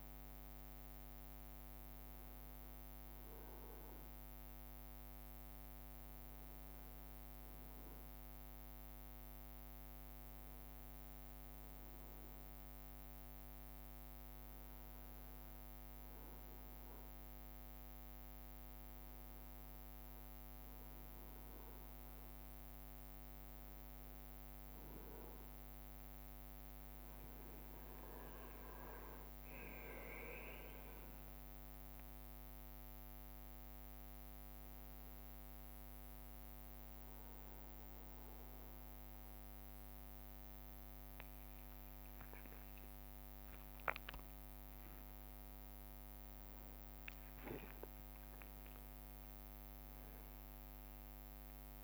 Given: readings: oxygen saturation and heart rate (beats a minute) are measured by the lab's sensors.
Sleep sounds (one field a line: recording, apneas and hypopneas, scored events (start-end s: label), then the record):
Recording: a person awake in a sleep study, hard to hear, by a microphone on the trachea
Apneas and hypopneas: none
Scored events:
25.00-34.00 s: leg movement (device-marked)
29.50-45.50 s: drop in pulse transit time (device-marked, heart rate 65 before, 64 extreme)
43.50-45.50 s: long interval between heartbeats (device-marked, heart rate 67 before, 73 extreme)
From the record:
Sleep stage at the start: awake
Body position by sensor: on the back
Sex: male